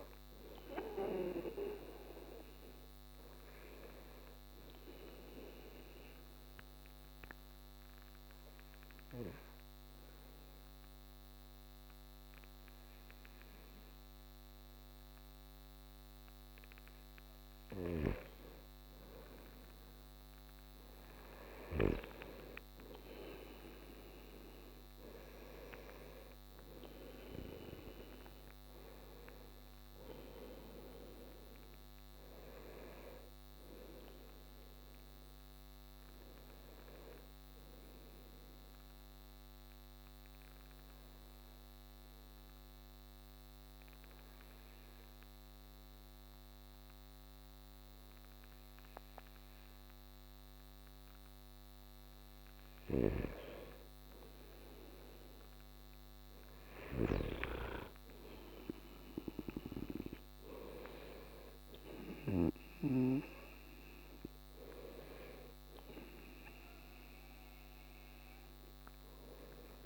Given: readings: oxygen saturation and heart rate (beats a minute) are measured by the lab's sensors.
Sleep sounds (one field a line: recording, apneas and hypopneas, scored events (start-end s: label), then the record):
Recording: breathing in sleep by a microphone on the trachea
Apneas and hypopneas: 2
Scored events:
0.00-13.50 s: oxygen desaturation (device-marked, oxygen 90% lowest)
4.50-17.50 s: obstructive apnea (oxygen 96% before, 90% lowest)
20.00-22.00 s: arousal
28.50-50.50 s: oxygen desaturation (device-marked, oxygen 95% before, 91% lowest)
37.50-51.50 s: obstructive apnea (oxygen 95% before, 90% lowest)
54.00-57.00 s: arousal
64.50-69.86 s: oxygen desaturation (device-marked, oxygen 95% before, 90% lowest)
From the record:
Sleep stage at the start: N2 (light sleep)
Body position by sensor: on the right side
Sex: male